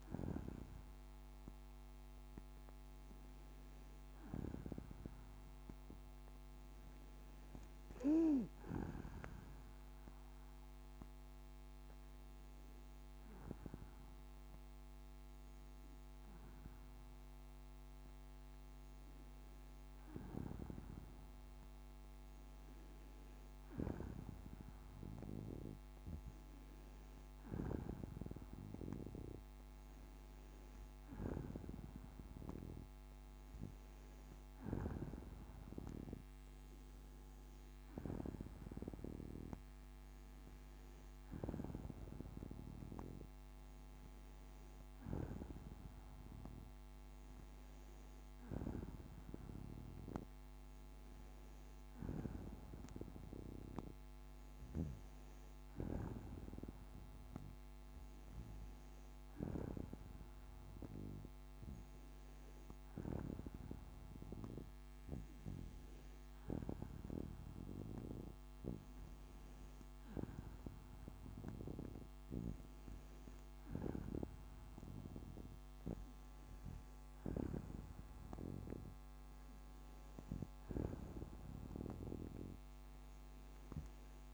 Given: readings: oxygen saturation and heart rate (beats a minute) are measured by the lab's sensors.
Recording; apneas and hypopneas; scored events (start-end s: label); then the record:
breathing in sleep by a microphone on the trachea; none
none scored
From the record:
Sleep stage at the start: N2 (light sleep); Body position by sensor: on the back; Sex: female